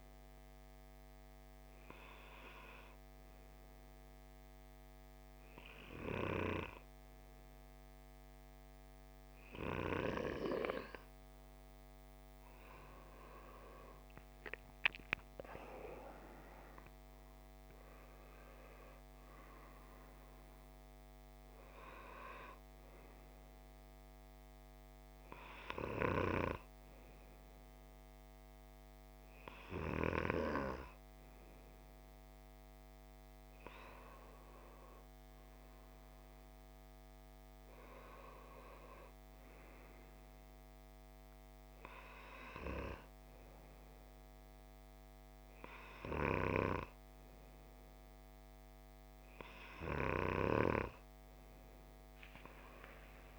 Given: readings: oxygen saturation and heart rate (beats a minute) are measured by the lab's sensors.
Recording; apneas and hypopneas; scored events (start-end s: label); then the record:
breathing in sleep by a microphone on the trachea; 1
2.50-13.00 s: hypopnea (oxygen 96% before, 93% lowest, heart rate 58 before, 55 extreme, up 10 after)
15.00-18.50 s: arousal
From the record:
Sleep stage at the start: N2 (light sleep); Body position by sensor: on the left side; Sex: male